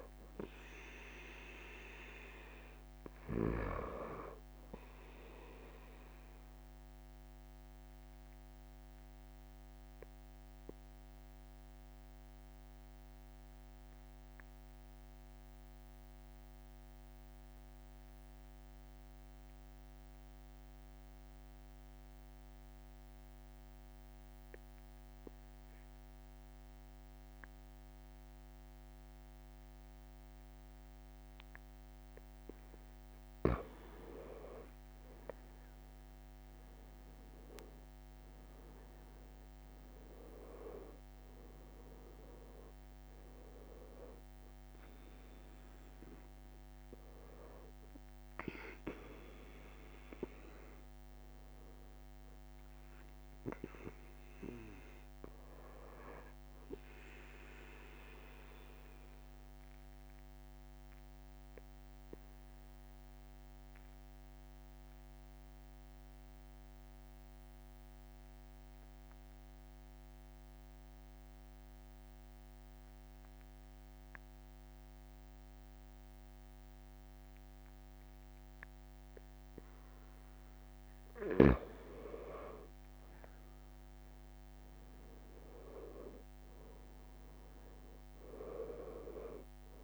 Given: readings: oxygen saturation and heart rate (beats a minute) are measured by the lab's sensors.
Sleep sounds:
breathing in sleep by a microphone on the trachea; 2
5.50-18.50 s: oxygen desaturation (device-marked, oxygen 95% before, 92% lowest)
6.50-32.00 s: obstructive apnea (oxygen 96% before, 90% lowest)
24.50-26.50 s: long interval between heartbeats (device-marked, heart rate 35 before, 46 extreme)
29.50-31.50 s: long interval between heartbeats (device-marked, heart rate 43 before, 36 extreme)
33.50-35.50 s: long interval between heartbeats (device-marked, heart rate 43 before, 37 extreme)
35.00-39.00 s: arousal
36.00-38.00 s: long interval between heartbeats (device-marked, heart rate 42 before, 29 extreme)
36.50-68.50 s: oxygen desaturation (device-marked, oxygen 96% before, 90% lowest)
55.50-81.00 s: obstructive apnea (oxygen 96% before, 90% lowest)
72.00-74.00 s: long interval between heartbeats (device-marked)
83.00-87.00 s: arousal
87.50-89.50 s: long interval between heartbeats (device-marked, heart rate 41 before, 25 extreme)
From the record:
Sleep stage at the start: N2 (light sleep); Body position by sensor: on the right side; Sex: male

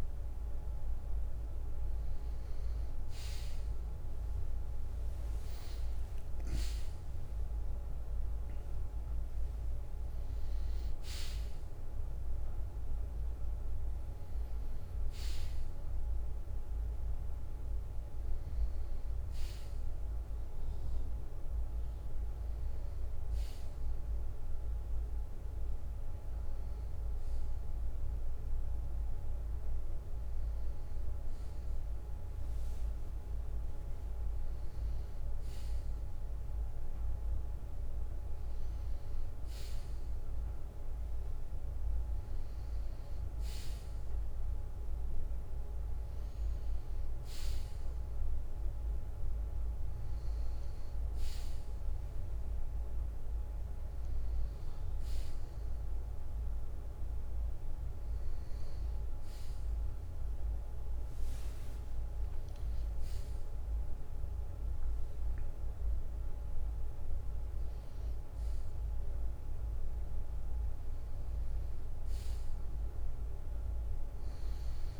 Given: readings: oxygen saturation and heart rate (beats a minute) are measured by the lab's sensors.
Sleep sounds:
a person awake in a sleep study, hard to hear, by a room microphone; none
none scored
From the record:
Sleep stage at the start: awake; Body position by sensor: on the back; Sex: male

